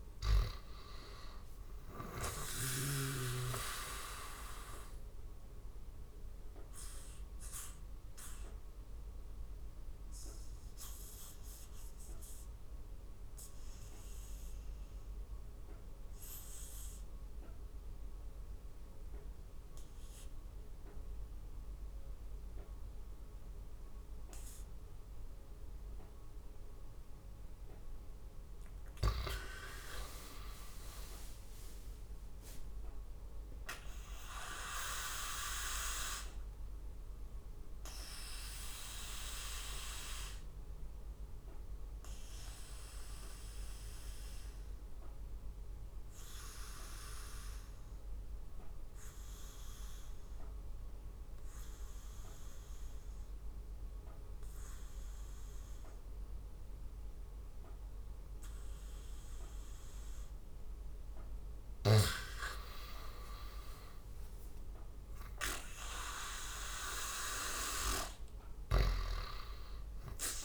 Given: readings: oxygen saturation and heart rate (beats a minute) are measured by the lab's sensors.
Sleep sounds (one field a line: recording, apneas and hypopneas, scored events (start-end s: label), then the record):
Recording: breathing in sleep by a room microphone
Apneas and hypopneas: 2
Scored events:
0.00-20.00 s: oxygen desaturation (device-marked, oxygen 77% lowest, heart rate 71 extreme)
5.50-26.50 s: obstructive apnea (oxygen 100% before, 77% lowest, heart rate 78 before, 71 extreme, up 2 after)
29.00-33.00 s: arousal
38.50-59.50 s: obstructive apnea (oxygen 99% before, 80% lowest, heart rate 78 before, 70 extreme, up 0 after)
41.00-58.00 s: oxygen desaturation (device-marked, oxygen 96% before, 80% lowest, heart rate 78 before, 70 extreme)
61.00-64.50 s: arousal
64.00-66.00 s: long interval between heartbeats (device-marked, heart rate 78 before, 70 extreme)
66.00-70.45 s: oxygen desaturation (device-marked, oxygen 98% before, 84% lowest, heart rate 78 before, 78 extreme)
From the record:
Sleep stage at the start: N2 (light sleep)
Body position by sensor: on the back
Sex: male